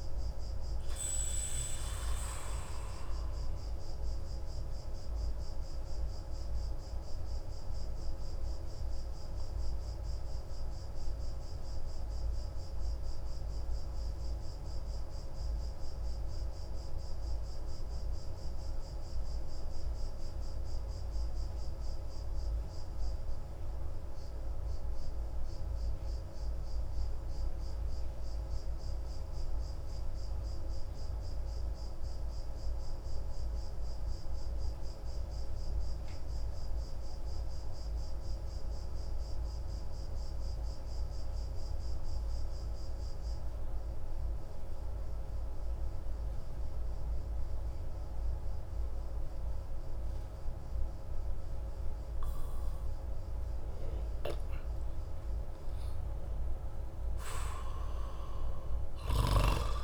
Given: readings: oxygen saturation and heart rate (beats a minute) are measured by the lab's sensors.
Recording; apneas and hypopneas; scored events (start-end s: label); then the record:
breathing in sleep, hard to hear, by a room microphone; 1
4.50-51.50 s: obstructive apnea (oxygen 97% before, 91% lowest)
47.00-51.00 s: oxygen desaturation (device-marked, oxygen 98% before, 96% lowest)
54.50-59.50 s: arousal
From the record:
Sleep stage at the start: N2 (light sleep); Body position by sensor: on the back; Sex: male